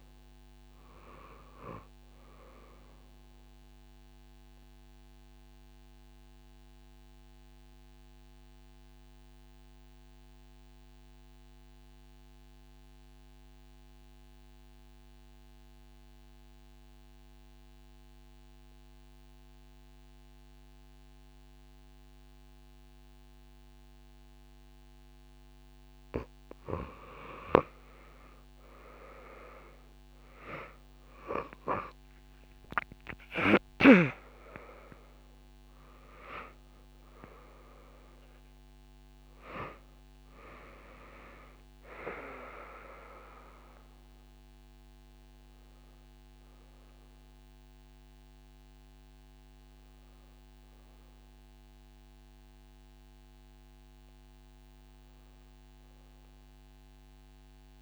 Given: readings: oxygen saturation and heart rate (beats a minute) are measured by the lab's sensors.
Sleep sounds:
breathing in sleep by a microphone on the trachea; 1
0.00-1.00 s: arousal
0.00-10.00 s: oxygen desaturation (device-marked, oxygen 90% lowest)
5.50-25.00 s: obstructive apnea (oxygen 97% before, 84% lowest)
23.00-57.81 s: oxygen desaturation (device-marked, oxygen 95% before, 84% lowest)
27.00-31.00 s: arousal
From the record:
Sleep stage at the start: N2 (light sleep); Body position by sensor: on the back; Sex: female

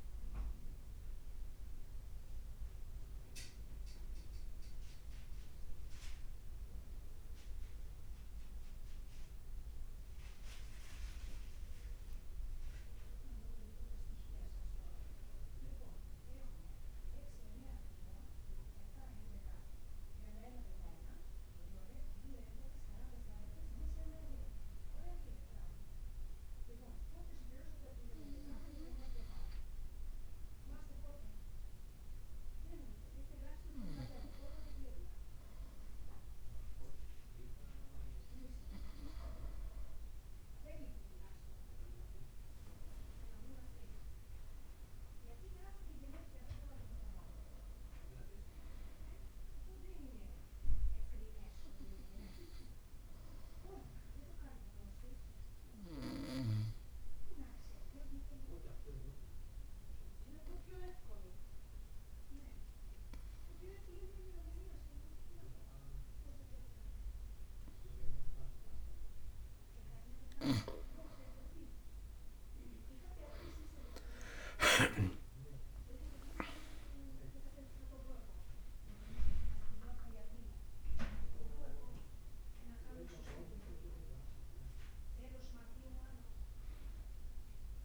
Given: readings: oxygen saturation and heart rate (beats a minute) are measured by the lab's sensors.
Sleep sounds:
breathing in sleep by a room microphone; 2
1.50-87.85 s: new sleep stage, N2 (light sleep)
25.50-38.00 s: obstructive apnea (oxygen 99% before, 91% lowest, heart rate 55 before, 53 extreme, up 2 after)
28.50-54.50 s: oxygen desaturation (device-marked, oxygen 97% before, 93% lowest, heart rate 54 before, 53 extreme)
40.50-44.50 s: arousal
41.50-47.00 s: leg movement (device-marked)
52.00-69.00 s: obstructive apnea (oxygen 97% before, 91% lowest, heart rate 54 before, 53 extreme, up 4 after)
71.00-74.50 s: arousal
72.00-78.50 s: leg movement (device-marked)
From the record:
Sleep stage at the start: N1 (lightest sleep); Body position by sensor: on the back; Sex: male

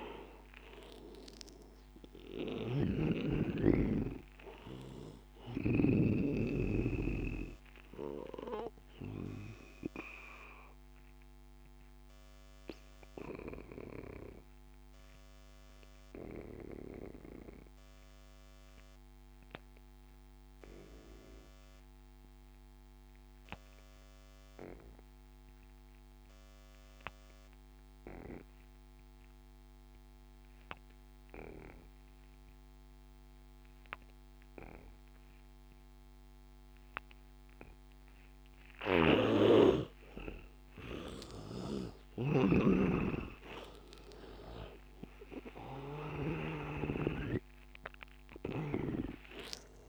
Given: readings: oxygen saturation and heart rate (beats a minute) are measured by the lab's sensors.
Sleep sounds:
breathing in sleep by a microphone on the trachea; 1
0.00-22.00 s: oxygen desaturation (device-marked, oxygen 83% lowest, heart rate 78 extreme)
2.50-6.00 s: snoring (device-marked)
10.50-39.00 s: obstructive apnea (oxygen 99% before, 81% lowest, heart rate 88 before, 78 extreme, up 9 after)
29.00-49.89 s: oxygen desaturation (device-marked, oxygen 99% before, 81% lowest, heart rate 84 before, 79 extreme)
41.00-46.50 s: snoring (device-marked)
42.00-46.00 s: arousal
From the record:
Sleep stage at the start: N2 (light sleep); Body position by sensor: on the back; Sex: male

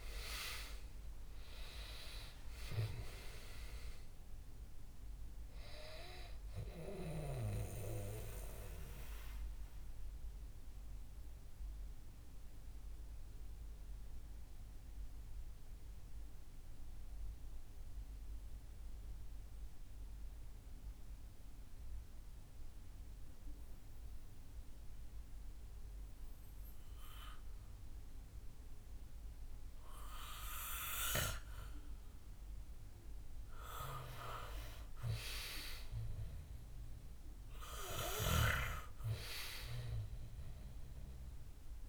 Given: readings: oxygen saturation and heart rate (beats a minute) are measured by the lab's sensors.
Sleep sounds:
breathing in sleep by a room microphone; 1
0.00-24.00 s: oxygen desaturation (device-marked, oxygen 81% lowest, heart rate 56 extreme)
8.00-32.00 s: mixed apnea (oxygen 94% before, 81% lowest, heart rate 73 before, 61 extreme, up 4 after)
34.00-37.00 s: arousal
35.00-41.89 s: oxygen desaturation (device-marked, oxygen 99% before, 92% lowest, heart rate 70 before, 58 extreme)
From the record:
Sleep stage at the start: REM sleep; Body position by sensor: on the back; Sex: male

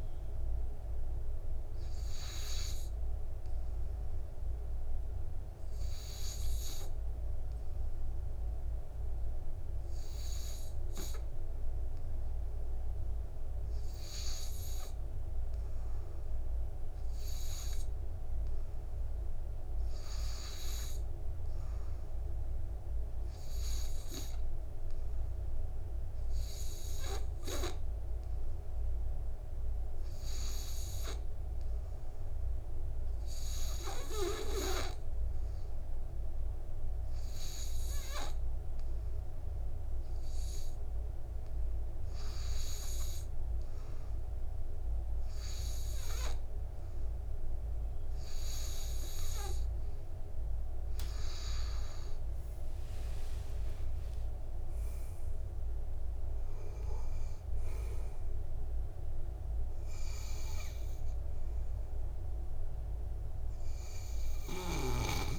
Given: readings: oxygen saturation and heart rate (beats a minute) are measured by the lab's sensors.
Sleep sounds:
breathing in sleep by a room microphone; 1
3.50-43.00 s: hypopnea (oxygen 96% before, 90% lowest, heart rate 55 before, 49 extreme, up 2 after)
22.50-46.50 s: oxygen desaturation (device-marked, oxygen 97% before, 92% lowest, heart rate 55 before, 49 extreme)
50.50-53.50 s: arousal
53.50-65.39 s: oxygen desaturation (device-marked, oxygen 93% before, 90% lowest, heart rate 57 before, 49 extreme)
From the record:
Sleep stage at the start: N2 (light sleep); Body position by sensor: on the back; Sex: male

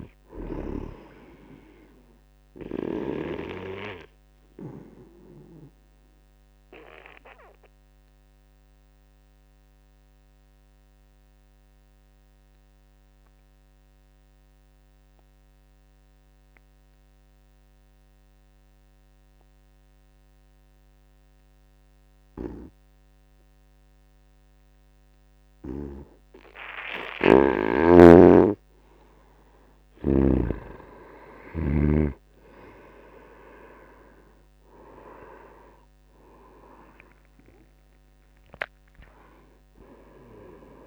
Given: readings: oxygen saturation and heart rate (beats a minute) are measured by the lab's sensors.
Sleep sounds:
breathing in sleep by a microphone on the trachea; 1
0.00-17.00 s: oxygen desaturation (device-marked, oxygen 87% lowest, heart rate 74 extreme)
5.50-27.00 s: obstructive apnea (oxygen 97% before, 87% lowest, heart rate 78 before, 74 extreme, up 0 after)
27.00-40.87 s: oxygen desaturation (device-marked, oxygen 98% before, 88% lowest, heart rate 78 before, 73 extreme)
28.00-32.00 s: snoring (device-marked)
29.50-33.50 s: arousal
From the record:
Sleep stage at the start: N2 (light sleep); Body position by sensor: on the back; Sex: male

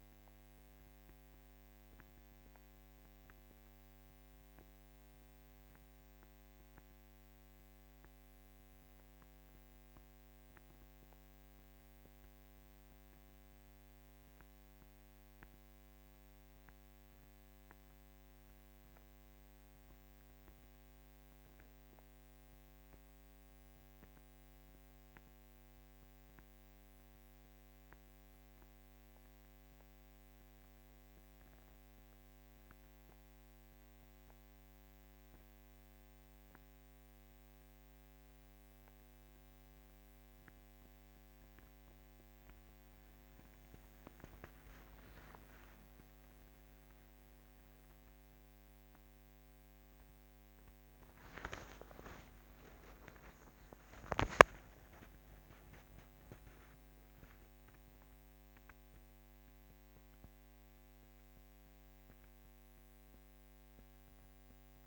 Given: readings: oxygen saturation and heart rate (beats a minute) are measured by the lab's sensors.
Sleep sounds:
breathing in sleep, hard to hear, by a microphone on the trachea; none
43.00-64.87 s: new sleep stage, N1 (lightest sleep)
46.50-53.00 s: arousal
From the record:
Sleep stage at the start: N2 (light sleep); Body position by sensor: on the back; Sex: female

